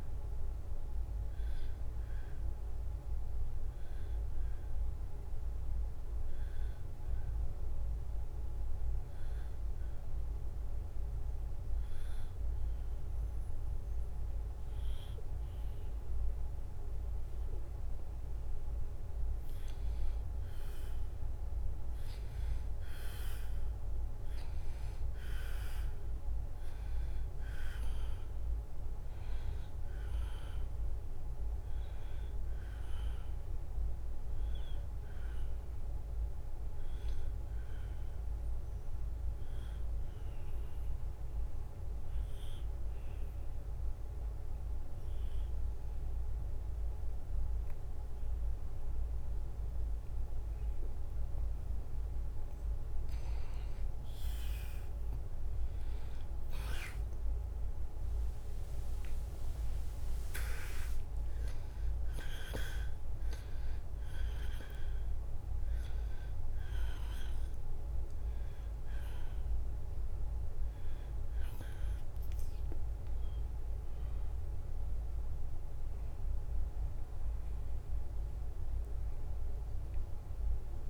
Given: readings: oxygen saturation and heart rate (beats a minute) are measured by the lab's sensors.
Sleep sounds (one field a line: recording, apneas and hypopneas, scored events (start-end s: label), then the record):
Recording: breathing in sleep, hard to hear, by a room microphone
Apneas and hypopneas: 2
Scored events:
0.00-1.50 s: oxygen desaturation (device-marked, oxygen 90% lowest, heart rate 71 extreme)
5.50-20.00 s: obstructive apnea (oxygen 94% before, 89% lowest, heart rate 76 before, 71 extreme, up 2 after)
22.00-26.50 s: arousal
28.50-43.50 s: oxygen desaturation (device-marked, oxygen 94% before, 90% lowest, heart rate 73 before, 71 extreme)
37.50-51.50 s: obstructive apnea (oxygen 94% before, 89% lowest, heart rate 74 before, 71 extreme, up 1 after)
55.00-58.50 s: arousal
60.50-80.89 s: oxygen desaturation (device-marked, oxygen 94% before, 89% lowest, heart rate 72 before, 72 extreme)
From the record:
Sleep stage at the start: N2 (light sleep)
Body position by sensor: on the back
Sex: male